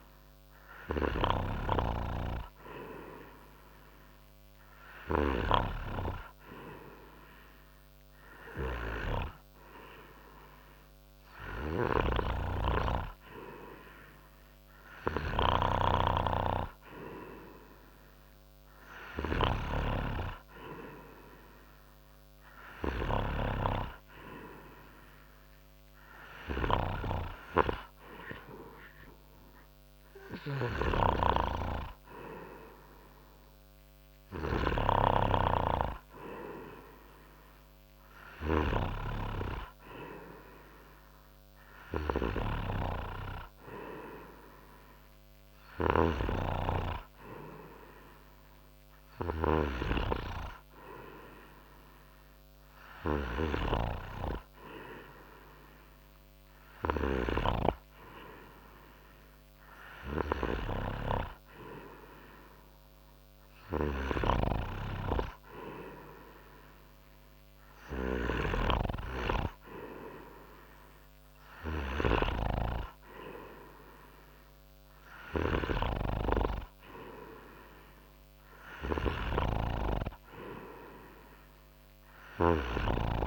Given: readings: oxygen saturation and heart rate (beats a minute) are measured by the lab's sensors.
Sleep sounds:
breathing in sleep by a microphone on the trachea; none
none scored
From the record:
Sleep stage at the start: N3 (deep sleep); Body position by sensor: on the front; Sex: male

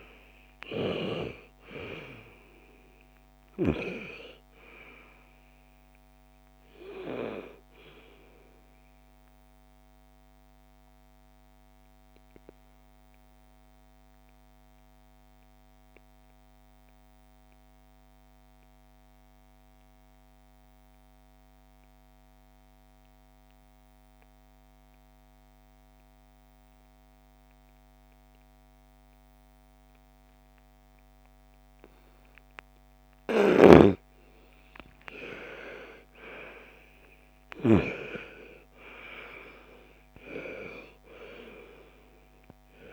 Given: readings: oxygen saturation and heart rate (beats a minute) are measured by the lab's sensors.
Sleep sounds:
breathing in sleep by a microphone on the trachea; 1
0.00-1.00 s: arousal
0.00-18.00 s: oxygen desaturation (device-marked, oxygen 83% lowest, heart rate 47 extreme)
10.50-33.50 s: obstructive apnea (oxygen 98% before, 85% lowest, heart rate 65 before, 47 extreme, up 25 after)
29.00-42.93 s: oxygen desaturation (device-marked, oxygen 99% before, 85% lowest, heart rate 55 before, 47 extreme)
35.00-38.50 s: arousal
From the record:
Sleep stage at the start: N2 (light sleep); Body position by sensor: on the front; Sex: female

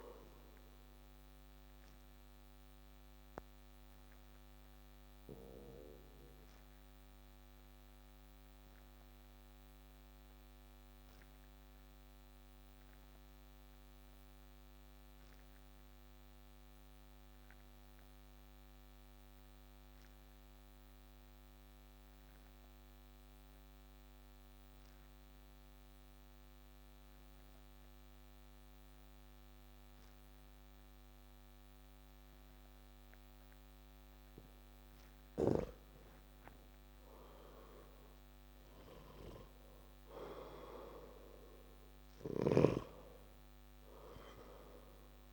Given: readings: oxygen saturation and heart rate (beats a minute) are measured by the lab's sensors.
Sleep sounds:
breathing in sleep by a microphone on the trachea; 1
0.00-3.00 s: arousal
5.50-26.50 s: oxygen desaturation (device-marked, oxygen 96% before, 91% lowest, heart rate 32 before, 27 extreme)
6.50-34.50 s: obstructive apnea (oxygen 97% before, 89% lowest, heart rate 31 before, 27 extreme, up 17 after)
38.00-42.50 s: arousal
From the record:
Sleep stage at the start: N2 (light sleep); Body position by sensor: on the back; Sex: male

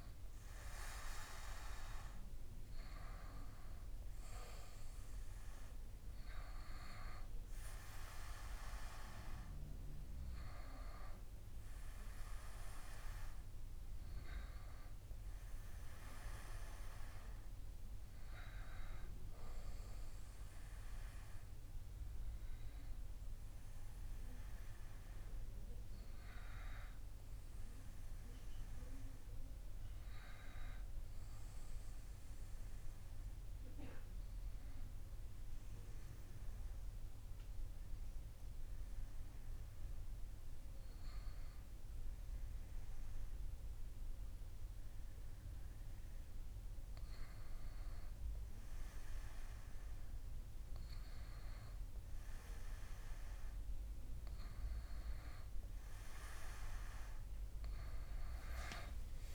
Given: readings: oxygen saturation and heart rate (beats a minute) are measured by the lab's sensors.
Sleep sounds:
breathing in sleep by a room microphone; 1
14.50-20.00 s: arousal
31.00-55.00 s: obstructive apnea (oxygen 94% before, 93% lowest)
58.00-59.35 s: arousal
From the record:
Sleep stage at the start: N2 (light sleep); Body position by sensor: on the back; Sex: male

